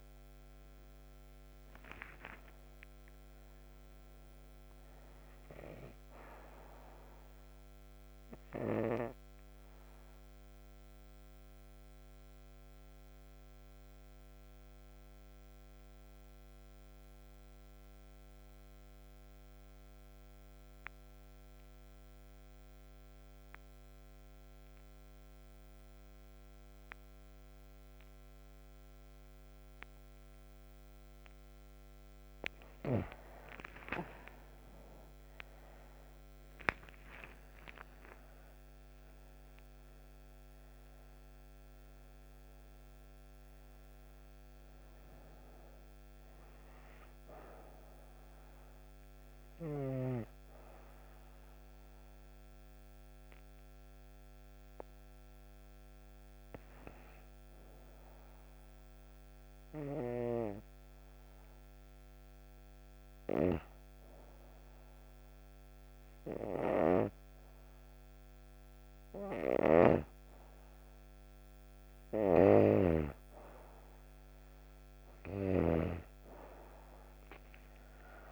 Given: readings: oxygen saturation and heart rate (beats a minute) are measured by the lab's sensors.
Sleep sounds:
breathing in sleep by a microphone on the trachea; 2
7.00-31.50 s: obstructive apnea (oxygen 99% before, 89% lowest, heart rate 52 before, 54 extreme)
30.00-51.00 s: oxygen desaturation (device-marked, oxygen 98% before, 89% lowest, heart rate 63 before, 54 extreme)
33.50-39.00 s: arousal
50.00-72.00 s: hypopnea (oxygen 98% before, 90% lowest, heart rate 85 before, 56 extreme, up 42 after)
From the record:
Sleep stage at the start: N2 (light sleep); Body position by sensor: on the right side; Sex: female

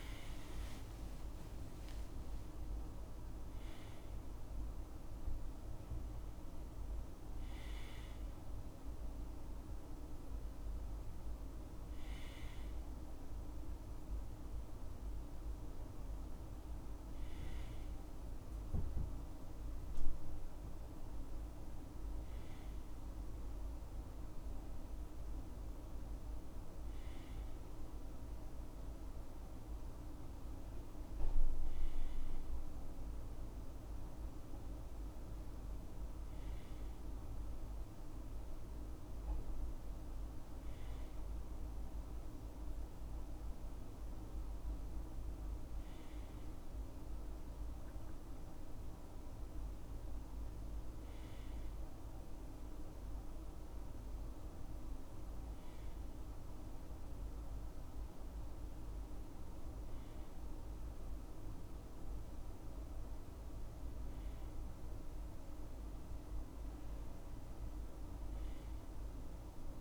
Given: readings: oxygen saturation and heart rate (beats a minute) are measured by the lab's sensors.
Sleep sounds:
a person partly awake in a sleep study, hard to hear, by a room microphone; none
8.00-68.00 s: new sleep stage, N1 (lightest sleep)
68.00-69.81 s: new sleep stage, awake
From the record:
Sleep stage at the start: awake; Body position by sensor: on the left side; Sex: male

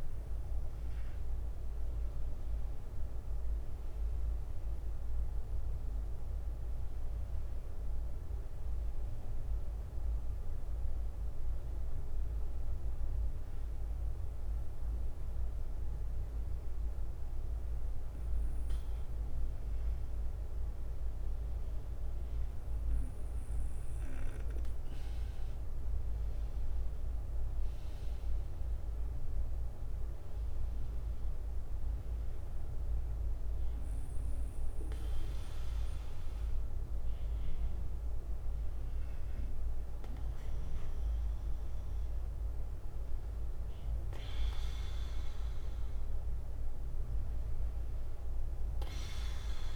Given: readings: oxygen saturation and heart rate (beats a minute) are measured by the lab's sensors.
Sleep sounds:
breathing in sleep, hard to hear, by a room microphone; none
6.00-19.00 s: bradycardia (device-marked, heart rate 69 before, 58 extreme)
20.00-24.00 s: bradycardia (device-marked, heart rate 69 before, 59 extreme)
32.00-39.00 s: bradycardia (device-marked, heart rate 69 before, 57 extreme)
41.00-44.00 s: bradycardia (device-marked, heart rate 69 before, 59 extreme)
From the record:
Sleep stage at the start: N2 (light sleep); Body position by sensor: on the back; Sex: male

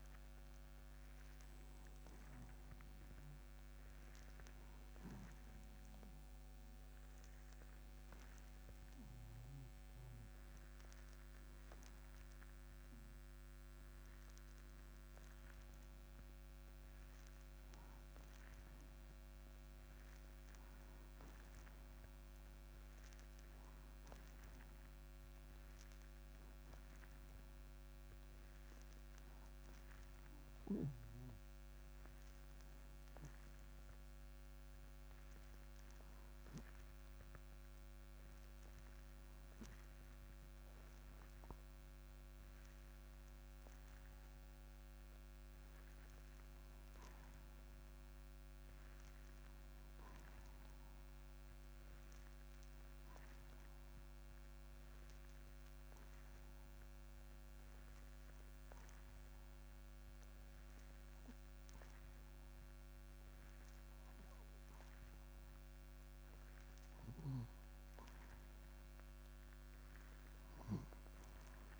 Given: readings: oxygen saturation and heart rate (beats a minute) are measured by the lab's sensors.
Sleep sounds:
breathing in sleep, hard to hear, by a microphone on the trachea; 3
5.50-16.00 s: hypopnea (oxygen 95% before, 90% lowest, heart rate 74 before, 61 extreme, up 2 after)
9.50-31.50 s: oxygen desaturation (device-marked, oxygen 94% before, 90% lowest, heart rate 70 before, 61 extreme)
19.00-22.50 s: arousal
34.00-44.00 s: hypopnea (oxygen 95% before, 89% lowest, heart rate 62 before, 62 extreme, up 3 after)
46.00-49.50 s: arousal
55.50-67.50 s: hypopnea (oxygen 95% before, 89% lowest, heart rate 64 before, 61 extreme, up 5 after)
From the record:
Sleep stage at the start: N2 (light sleep); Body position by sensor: on the back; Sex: male

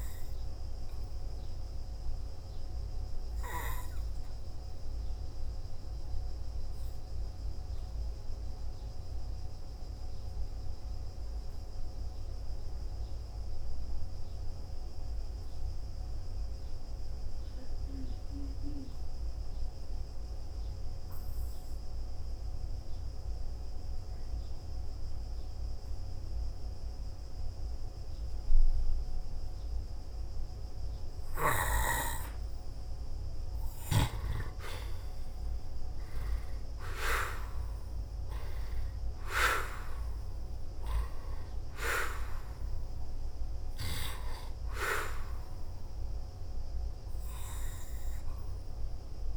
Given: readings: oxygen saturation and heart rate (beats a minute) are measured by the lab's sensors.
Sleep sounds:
breathing in sleep by a room microphone; 1
1.50-32.00 s: hypopnea (oxygen 97% before, 86% lowest, heart rate 55 before, 51 extreme, up 6 after)
12.50-29.50 s: oxygen desaturation (device-marked, oxygen 95% before, 86% lowest, heart rate 59 before, 51 extreme)
34.50-39.00 s: arousal
From the record:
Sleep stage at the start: N2 (light sleep); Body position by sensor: on the back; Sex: male

